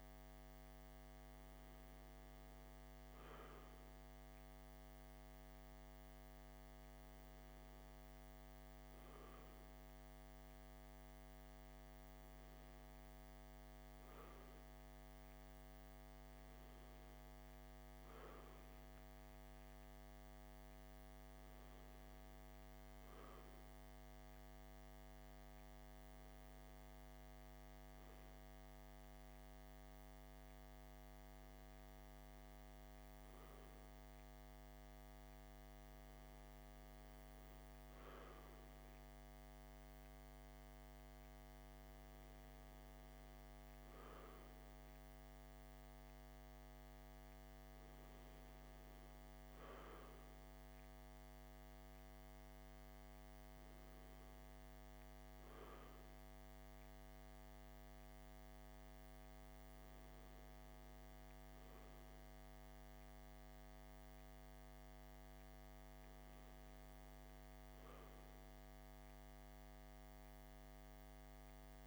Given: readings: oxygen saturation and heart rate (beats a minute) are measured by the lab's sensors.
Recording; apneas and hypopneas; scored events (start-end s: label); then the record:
breathing in sleep, hard to hear, by a microphone on the trachea; none
none scored
From the record:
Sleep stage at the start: N2 (light sleep); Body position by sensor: on the left side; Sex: male